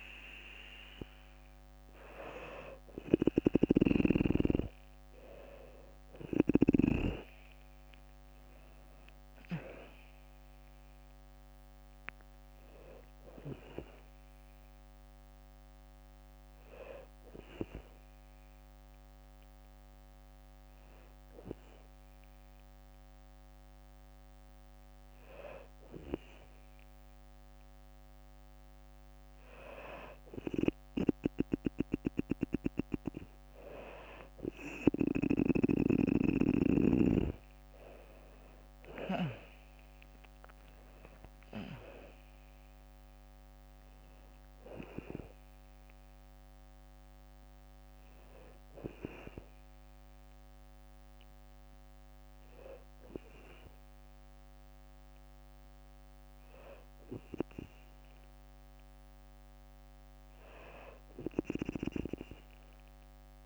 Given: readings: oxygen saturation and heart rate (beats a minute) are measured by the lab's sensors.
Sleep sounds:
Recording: breathing in sleep by a microphone on the trachea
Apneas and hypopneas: 2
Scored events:
0.00-10.00 s: oxygen desaturation (device-marked, oxygen 94% lowest, heart rate 59 extreme)
4.00-8.00 s: arousal
5.00-19.00 s: drop in pulse transit time (device-marked, heart rate 63 before, 62 extreme)
7.00-9.00 s: long interval between heartbeats (device-marked, heart rate 63 before, 77 extreme)
16.00-27.50 s: hypopnea (oxygen 97% before, 94% lowest, heart rate 69 before, 59 extreme, up 3 after)
18.00-25.00 s: bradycardia (device-marked, heart rate 63 before, 59 extreme)
34.50-38.50 s: snoring (device-marked)
39.00-43.00 s: arousal
40.00-42.00 s: long interval between heartbeats (device-marked, heart rate 61 before, 77 extreme)
40.00-55.00 s: drop in pulse transit time (device-marked, heart rate 61 before, 59 extreme)
48.00-58.00 s: hypopnea (oxygen 97% before, 94% lowest, heart rate 67 before, 59 extreme, up 3 after)
From the record:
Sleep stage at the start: N2 (light sleep)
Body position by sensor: on the back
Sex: female

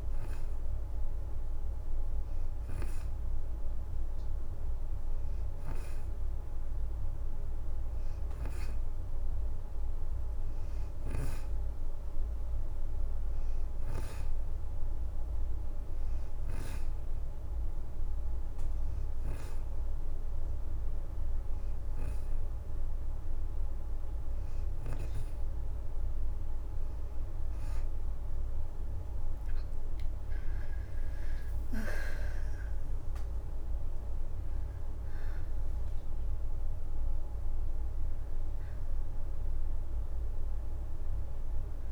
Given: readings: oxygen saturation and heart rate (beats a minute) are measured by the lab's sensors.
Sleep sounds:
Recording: breathing in sleep, hard to hear, by a room microphone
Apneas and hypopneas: 1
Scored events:
16.50-26.50 s: hypopnea (oxygen 93% before, 84% lowest, heart rate 79 before, 78 extreme, up 6 after)
29.50-34.00 s: arousal
37.00-41.92 s: oxygen desaturation (device-marked, oxygen 90% before, 84% lowest, heart rate 82 before, 58 extreme)
From the record:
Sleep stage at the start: N2 (light sleep)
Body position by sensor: on the back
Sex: female

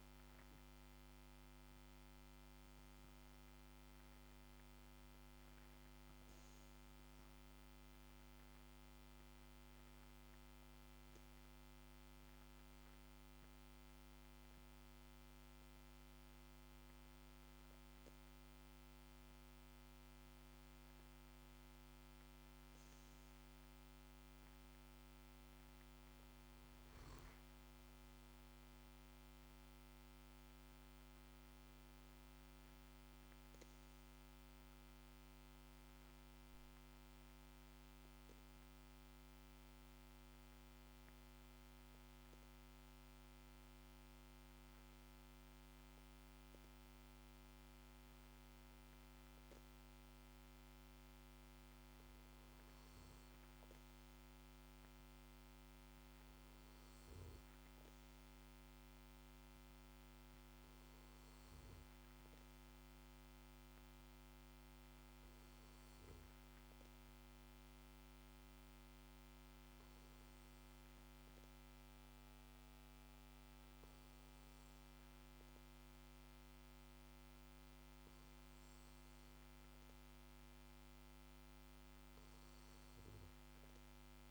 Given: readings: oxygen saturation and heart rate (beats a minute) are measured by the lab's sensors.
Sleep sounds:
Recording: breathing in sleep, hard to hear, by a microphone on the trachea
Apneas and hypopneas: none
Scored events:
none scored
From the record:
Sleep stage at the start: N2 (light sleep)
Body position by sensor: on the back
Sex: male

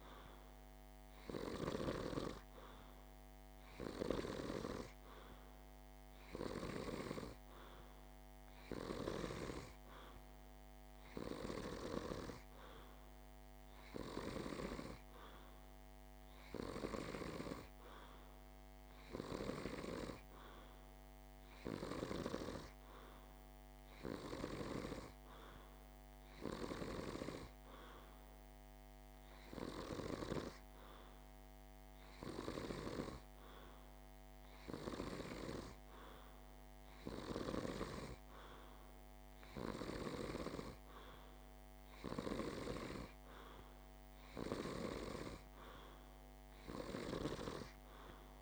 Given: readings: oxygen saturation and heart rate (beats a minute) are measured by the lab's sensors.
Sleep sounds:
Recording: breathing in sleep by a microphone on the trachea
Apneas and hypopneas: none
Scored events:
none scored
From the record:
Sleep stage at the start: N2 (light sleep)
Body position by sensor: on the back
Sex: male

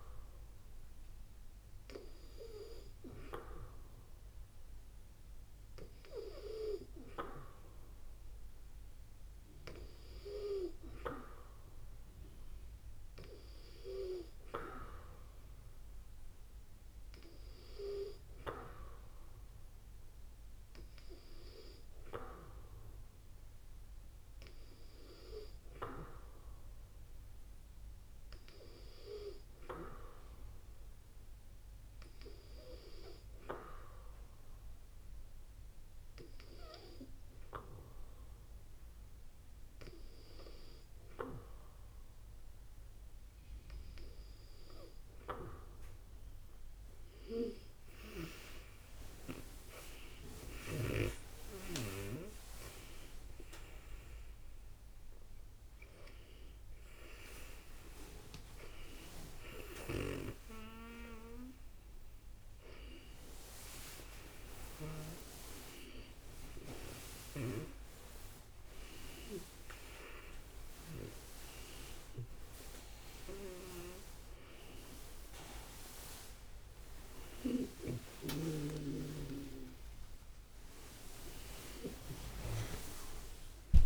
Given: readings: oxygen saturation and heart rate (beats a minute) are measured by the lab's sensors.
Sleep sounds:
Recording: a person awake in a sleep study, by a room microphone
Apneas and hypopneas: none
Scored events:
41.00-83.86 s: new sleep stage, awake
From the record:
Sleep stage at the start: N2 (light sleep)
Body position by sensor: on the back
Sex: female

